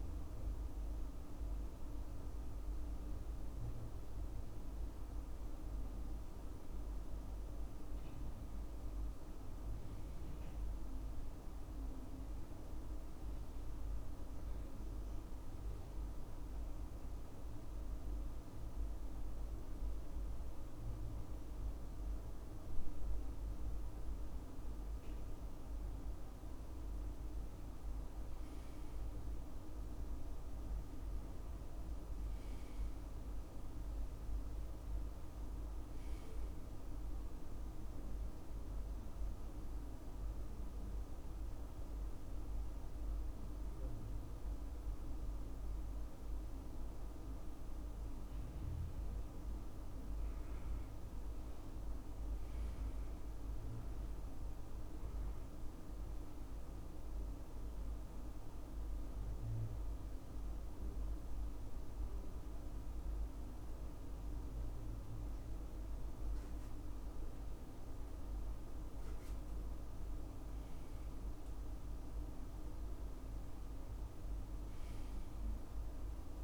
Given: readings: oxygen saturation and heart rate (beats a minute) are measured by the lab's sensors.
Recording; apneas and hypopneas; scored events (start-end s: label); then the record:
breathing in sleep, hard to hear, by a room microphone; 3
0.00-1.50 s: oxygen desaturation (device-marked, oxygen 92% lowest, heart rate 63 extreme)
4.00-6.50 s: arousal
12.00-25.00 s: obstructive apnea (oxygen 97% before, 91% lowest, heart rate 66 before, 65 extreme, up 5 after)
28.00-32.00 s: arousal
34.50-54.50 s: oxygen desaturation (device-marked, oxygen 95% before, 91% lowest, heart rate 69 before, 64 extreme)
38.00-50.50 s: obstructive apnea (oxygen 96% before, 91% lowest, heart rate 70 before, 64 extreme, up 4 after)
52.50-55.00 s: arousal
57.00-68.00 s: obstructive apnea (oxygen 97% before, 91% lowest, heart rate 68 before, 64 extreme, up 7 after)
70.00-73.50 s: arousal
From the record:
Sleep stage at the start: N2 (light sleep); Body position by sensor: on the right side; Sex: male